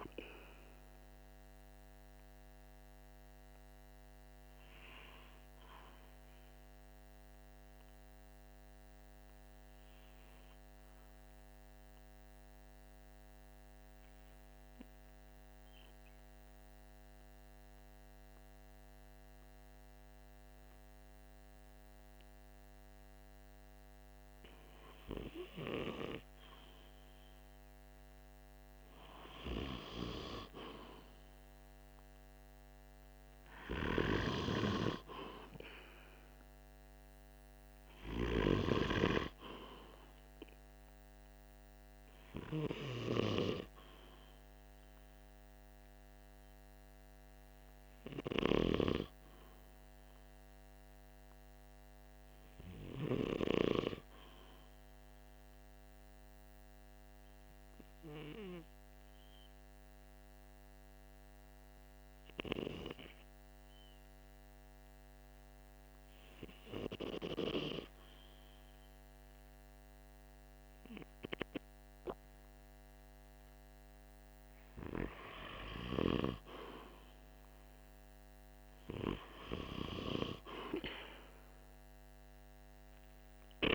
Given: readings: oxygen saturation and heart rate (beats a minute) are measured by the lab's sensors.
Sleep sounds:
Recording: breathing in sleep by a microphone on the trachea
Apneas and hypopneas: 2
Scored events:
0.00-15.00 s: oxygen desaturation (device-marked, oxygen 92% lowest, heart rate 45 extreme)
3.00-24.50 s: mixed apnea (oxygen 97% before, 92% lowest, heart rate 47 before, 45 extreme, up 2 after)
27.00-31.50 s: arousal
54.50-73.50 s: obstructive apnea (oxygen 98% before, 93% lowest, heart rate 47 before, 45 extreme, up 2 after)
74.50-80.00 s: arousal
From the record:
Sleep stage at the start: N2 (light sleep)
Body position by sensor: on the right side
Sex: male

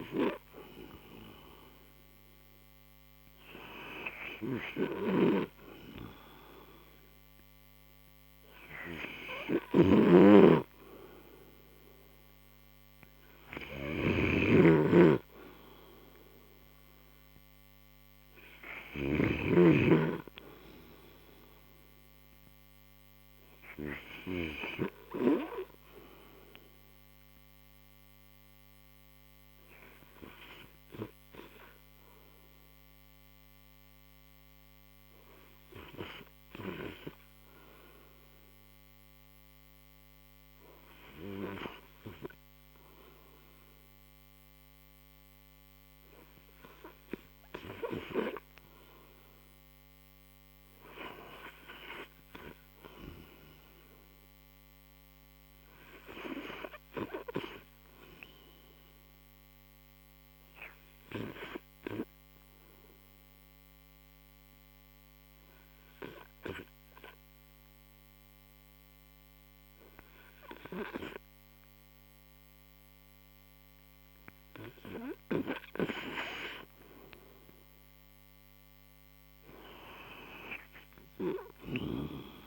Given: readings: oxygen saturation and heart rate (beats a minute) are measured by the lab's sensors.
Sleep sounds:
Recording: breathing in sleep by a microphone on the trachea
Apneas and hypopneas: 2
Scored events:
8.00-15.00 s: oxygen desaturation (device-marked, oxygen 94% before, 91% lowest, heart rate 79 before, 67 extreme)
14.50-20.00 s: snoring (device-marked)
29.00-48.00 s: hypopnea (oxygen 95% before, 91% lowest, heart rate 81 before, 53 extreme, up 4 after)
51.00-54.00 s: arousal
56.50-59.00 s: arousal
63.50-75.00 s: obstructive apnea (oxygen 96% before, 87% lowest, heart rate 72 before, 53 extreme, up 15 after)
76.50-79.50 s: arousal
From the record:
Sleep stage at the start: N2 (light sleep)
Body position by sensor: on the right side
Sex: male

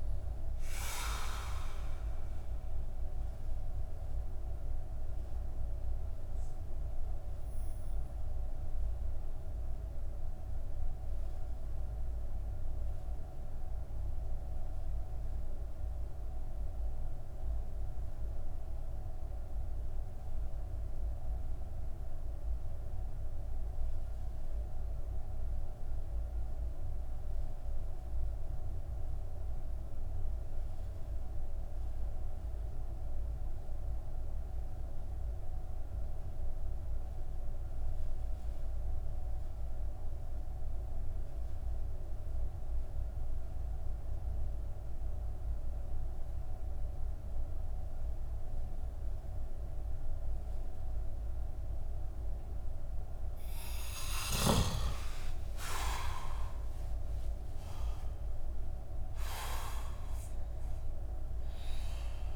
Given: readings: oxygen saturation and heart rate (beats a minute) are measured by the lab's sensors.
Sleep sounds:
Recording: breathing in sleep by a room microphone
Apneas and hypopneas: 1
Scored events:
3.50-51.00 s: obstructive apnea (oxygen 96% before, 89% lowest)
4.50-16.50 s: oxygen desaturation (device-marked, oxygen 94% before, 91% lowest)
53.00-58.00 s: arousal
From the record:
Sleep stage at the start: N2 (light sleep)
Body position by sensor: on the back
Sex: male

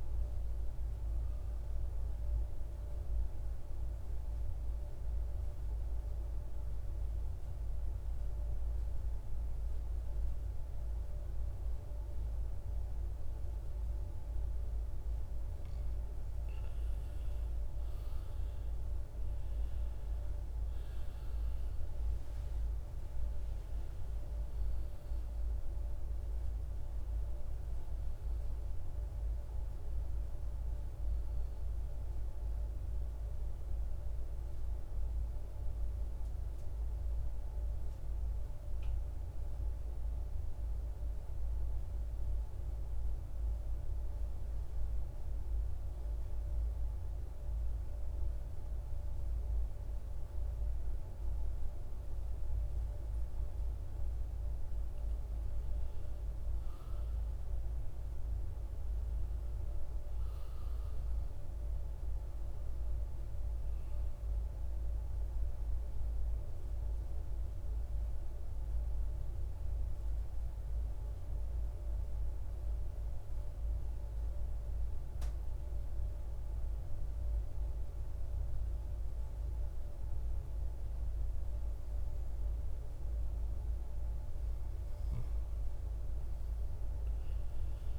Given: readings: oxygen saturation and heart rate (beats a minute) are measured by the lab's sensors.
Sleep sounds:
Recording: breathing in sleep, hard to hear, by a room microphone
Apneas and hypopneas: 3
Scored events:
5.00-15.00 s: obstructive apnea (oxygen 98% before, 87% lowest, heart rate 62 before, 53 extreme, up 11 after)
16.50-20.00 s: arousal
21.50-39.50 s: oxygen desaturation (device-marked, oxygen 94% before, 87% lowest, heart rate 61 before, 53 extreme)
32.50-51.50 s: obstructive apnea (oxygen 96% before, 88% lowest, heart rate 66 before, 53 extreme, up 11 after)
54.00-59.00 s: arousal
54.50-76.50 s: oxygen desaturation (device-marked, oxygen 98% before, 91% lowest, heart rate 55 before, 55 extreme)
70.00-82.50 s: obstructive apnea (oxygen 98% before, 88% lowest, heart rate 61 before, 55 extreme, up 11 after)
85.50-87.99 s: arousal
From the record:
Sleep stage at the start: N2 (light sleep)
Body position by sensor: on the back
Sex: male

